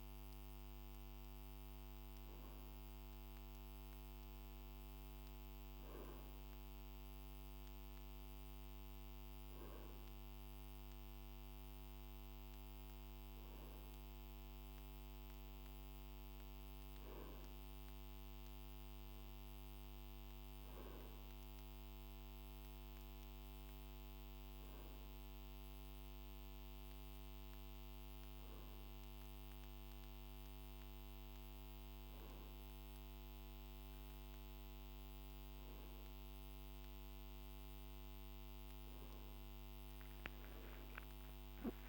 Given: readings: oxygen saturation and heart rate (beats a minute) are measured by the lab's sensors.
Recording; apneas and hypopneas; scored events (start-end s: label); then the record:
breathing in sleep, hard to hear, by a microphone on the trachea; none
none scored
From the record:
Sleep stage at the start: N2 (light sleep); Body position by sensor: on the right side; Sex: male